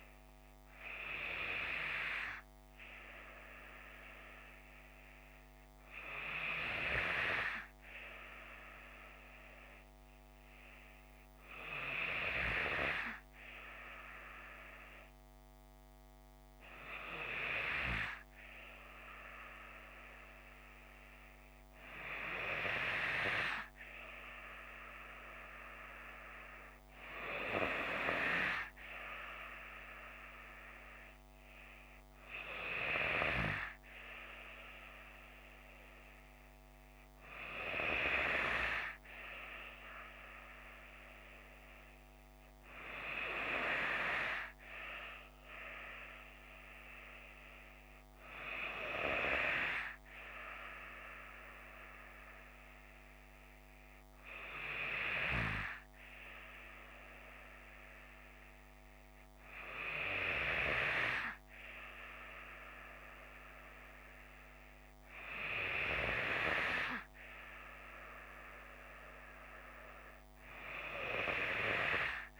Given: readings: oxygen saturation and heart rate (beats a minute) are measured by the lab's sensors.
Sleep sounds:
breathing in sleep by a microphone on the trachea; none
none scored
From the record:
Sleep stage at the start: N3 (deep sleep); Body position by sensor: on the left side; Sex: female

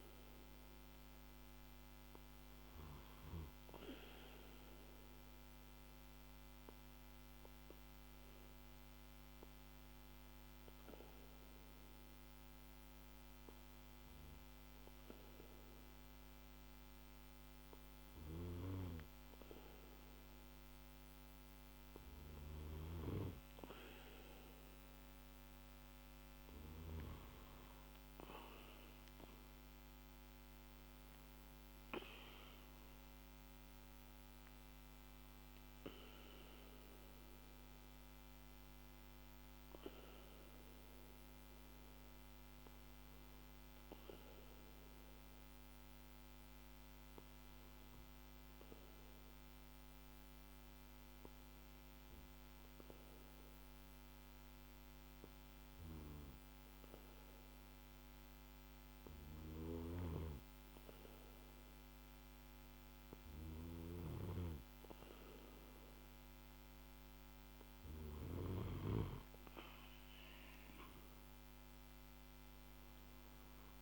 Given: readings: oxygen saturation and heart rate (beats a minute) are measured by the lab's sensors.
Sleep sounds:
breathing in sleep by a microphone on the trachea; 2
6.50-18.50 s: hypopnea (oxygen 97% before, 94% lowest, heart rate 50 before, 49 extreme, up 4 after)
21.50-26.00 s: arousal
44.00-63.50 s: hypopnea (oxygen 96% before, 93% lowest, heart rate 53 before, 49 extreme, up 3 after)
67.00-70.00 s: arousal
From the record:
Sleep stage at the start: N2 (light sleep); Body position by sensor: on the back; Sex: male

